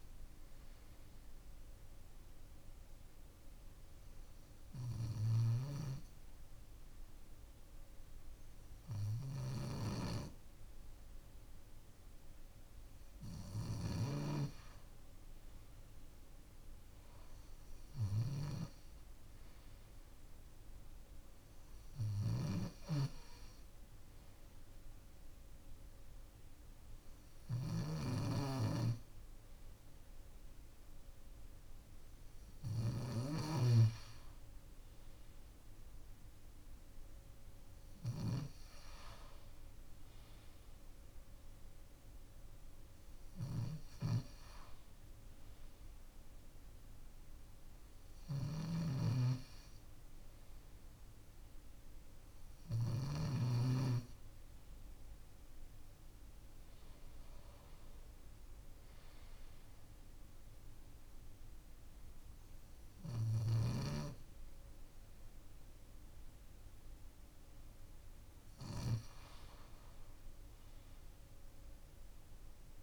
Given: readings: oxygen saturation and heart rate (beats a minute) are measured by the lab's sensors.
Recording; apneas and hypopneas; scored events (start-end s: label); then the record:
breathing in sleep by a room microphone; 1
0.00-13.00 s: oxygen desaturation (device-marked, oxygen 92% lowest, heart rate 65 extreme)
2.50-13.00 s: hypopnea (oxygen 95% before, 92% lowest, heart rate 110 before, 65 extreme)
15.00-19.00 s: arousal
21.50-32.50 s: snoring (device-marked)
43.00-52.50 s: snoring (device-marked)
From the record:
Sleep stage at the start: N2 (light sleep); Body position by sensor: on the left side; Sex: male